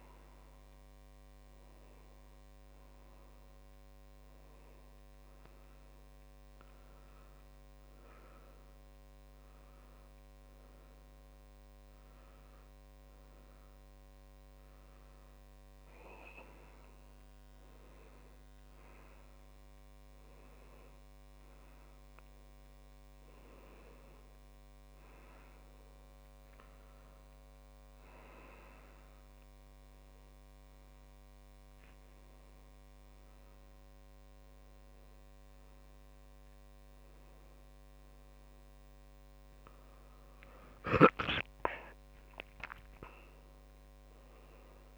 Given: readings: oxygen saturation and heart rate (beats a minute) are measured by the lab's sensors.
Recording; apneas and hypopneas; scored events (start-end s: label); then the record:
a person partly awake in a sleep study, by a microphone on the trachea; 1
1.00-44.98 s: new sleep stage, N1 (lightest sleep)
8.00-18.00 s: hypopnea (oxygen 98% before, 97% lowest)
22.00-25.50 s: arousal
From the record:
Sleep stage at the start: awake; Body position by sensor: on the left side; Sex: male